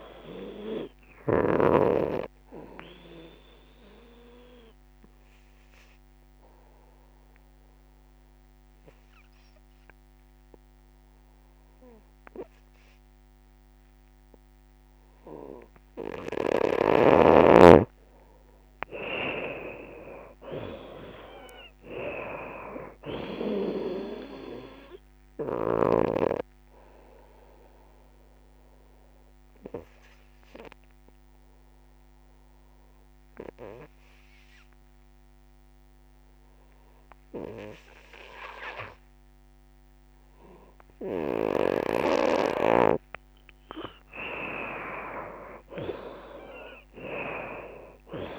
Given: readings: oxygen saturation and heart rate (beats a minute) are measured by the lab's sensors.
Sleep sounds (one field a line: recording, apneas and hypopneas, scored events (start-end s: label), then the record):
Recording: breathing in sleep by a microphone on the trachea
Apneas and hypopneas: 2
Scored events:
0.00-6.00 s: drop in pulse transit time (device-marked, heart rate 76 extreme)
0.00-17.00 s: oxygen desaturation (device-marked, oxygen 84% lowest, heart rate 64 extreme)
4.00-16.00 s: obstructive apnea (oxygen 96% before, 82% lowest, heart rate 75 before, 64 extreme, up 23 after)
17.50-21.50 s: arousal
18.00-29.00 s: drop in pulse transit time (device-marked, heart rate 76 before, 77 extreme)
22.00-40.00 s: oxygen desaturation (device-marked, oxygen 95% before, 83% lowest, heart rate 75 before, 64 extreme)
27.00-43.00 s: obstructive apnea (oxygen 95% before, 82% lowest, heart rate 77 before, 64 extreme, up 22 after)
42.00-48.39 s: oxygen desaturation (device-marked, oxygen 96% before, 82% lowest, heart rate 76 before, 66 extreme)
43.00-48.39 s: drop in pulse transit time (device-marked, heart rate 76 before, 78 extreme)
44.50-48.00 s: arousal
From the record:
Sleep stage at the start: N2 (light sleep)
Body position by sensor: on the right side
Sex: female